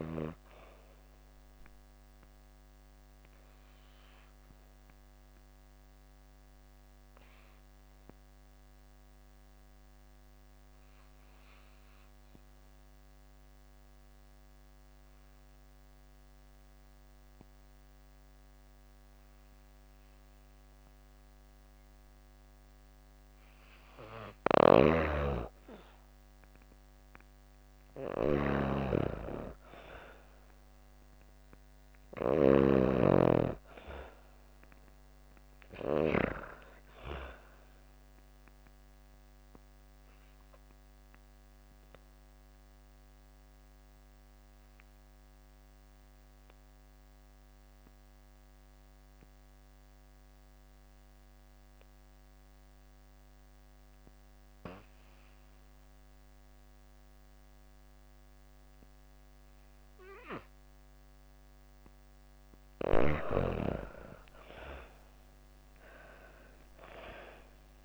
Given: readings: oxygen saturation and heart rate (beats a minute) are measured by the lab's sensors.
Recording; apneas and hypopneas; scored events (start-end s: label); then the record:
breathing in sleep by a microphone on the trachea; 2
0.00-17.50 s: oxygen desaturation (device-marked, oxygen 84% lowest)
1.00-21.00 s: obstructive apnea (oxygen 97% before, 84% lowest)
23.50-31.50 s: snoring (device-marked)
27.50-31.50 s: arousal
32.50-51.50 s: oxygen desaturation (device-marked, oxygen 99% before, 89% lowest)
38.50-61.00 s: mixed apnea (oxygen 99% before, 86% lowest)
62.50-66.50 s: arousal
62.50-67.85 s: oxygen desaturation (device-marked, oxygen 98% before, 86% lowest)
From the record:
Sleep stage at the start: N2 (light sleep); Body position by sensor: on the back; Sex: female